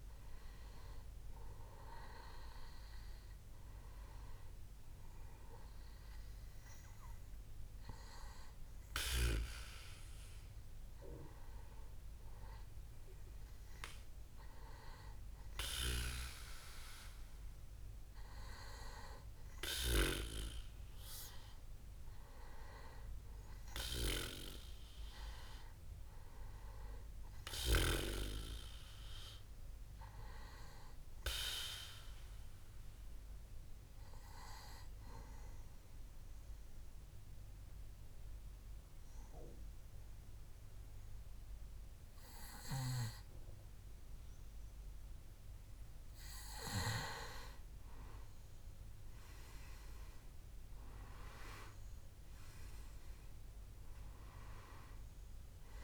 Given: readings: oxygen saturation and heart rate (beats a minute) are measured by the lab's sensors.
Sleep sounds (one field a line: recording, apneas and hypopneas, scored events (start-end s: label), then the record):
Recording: breathing in sleep by a room microphone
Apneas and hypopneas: 2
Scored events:
4.50-16.00 s: hypopnea (oxygen 98% before, 91% lowest, heart rate 68 before, 64 extreme, up 1 after)
17.00-21.50 s: arousal
32.00-47.00 s: obstructive apnea (oxygen 98% before, 91% lowest, heart rate 66 before, 65 extreme, up 7 after)
48.00-52.50 s: arousal
49.50-55.84 s: oxygen desaturation (device-marked, oxygen 97% before, 91% lowest, heart rate 67 before, 64 extreme)
From the record:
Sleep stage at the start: N2 (light sleep)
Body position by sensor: on the back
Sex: male